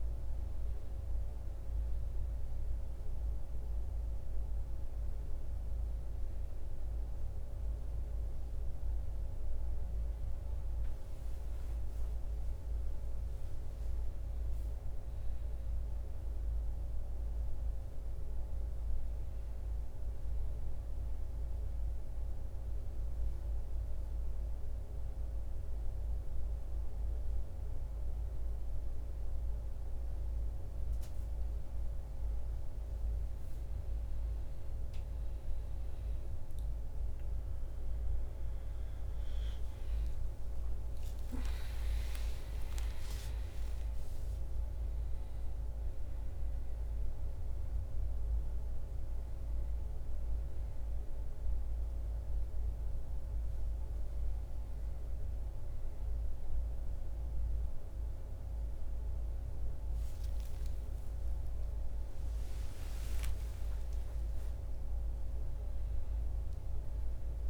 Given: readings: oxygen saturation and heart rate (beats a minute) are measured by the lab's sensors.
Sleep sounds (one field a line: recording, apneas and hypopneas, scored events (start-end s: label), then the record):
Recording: breathing in sleep, hard to hear, by a room microphone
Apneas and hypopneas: 1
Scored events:
0.00-3.00 s: oxygen desaturation (device-marked, oxygen 91% lowest, heart rate 58 extreme)
20.50-30.50 s: central apnea (oxygen 96% before, 88% lowest, heart rate 61 before, 59 extreme, up 3 after)
38.00-42.50 s: arousal
39.00-67.50 s: oxygen desaturation (device-marked, oxygen 94% before, 88% lowest, heart rate 60 before, 57 extreme)
From the record:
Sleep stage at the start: N1 (lightest sleep)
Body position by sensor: on the back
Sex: male